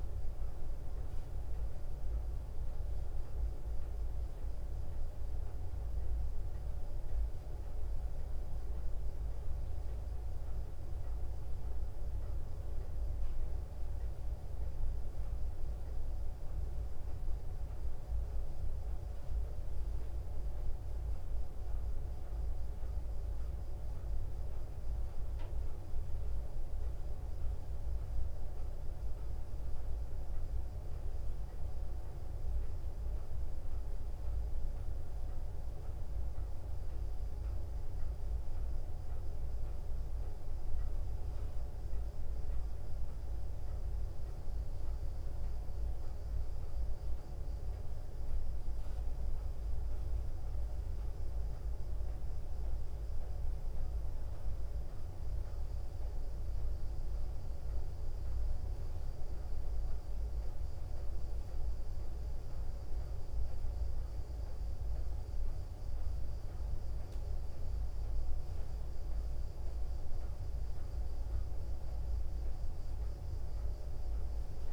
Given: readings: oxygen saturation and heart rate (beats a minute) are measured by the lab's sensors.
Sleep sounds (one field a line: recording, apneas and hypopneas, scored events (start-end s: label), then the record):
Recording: breathing in sleep, hard to hear, by a room microphone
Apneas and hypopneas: none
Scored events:
none scored
From the record:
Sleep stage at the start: N2 (light sleep)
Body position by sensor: on the back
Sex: female